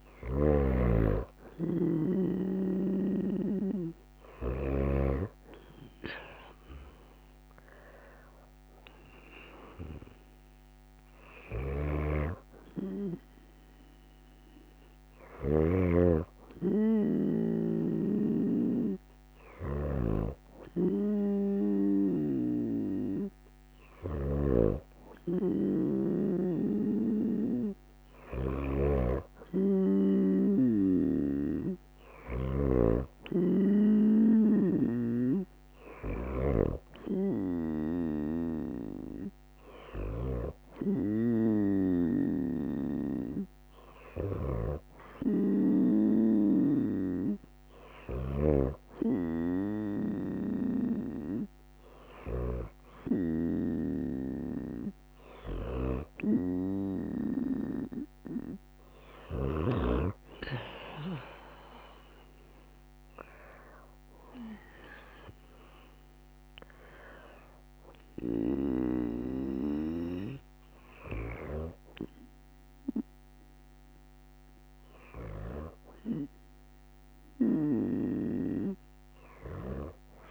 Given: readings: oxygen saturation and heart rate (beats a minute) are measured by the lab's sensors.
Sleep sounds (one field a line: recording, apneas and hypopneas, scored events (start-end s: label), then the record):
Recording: breathing in sleep by a microphone on the trachea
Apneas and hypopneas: none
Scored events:
60.50-64.50 s: arousal
From the record:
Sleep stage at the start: N2 (light sleep)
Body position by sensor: on the right side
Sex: female